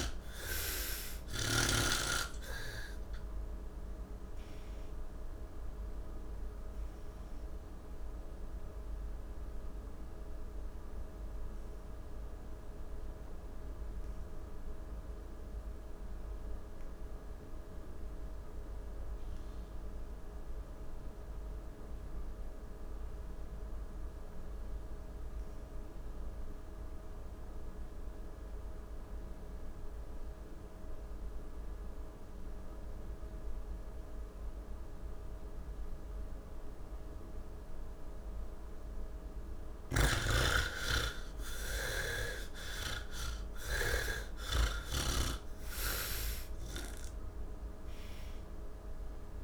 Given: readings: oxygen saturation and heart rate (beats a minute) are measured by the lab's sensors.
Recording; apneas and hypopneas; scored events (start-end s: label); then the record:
breathing in sleep by a room microphone; 1
0.00-22.50 s: oxygen desaturation (device-marked, oxygen 66% lowest, heart rate 60 extreme)
5.00-39.50 s: obstructive apnea (oxygen 97% before, 66% lowest, heart rate 136 before, 60 extreme)
24.50-49.44 s: oxygen desaturation (device-marked, oxygen 97% before, 68% lowest, heart rate 114 before, 56 extreme)
39.50-44.00 s: snoring (device-marked)
From the record:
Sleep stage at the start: N2 (light sleep); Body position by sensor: on the back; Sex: male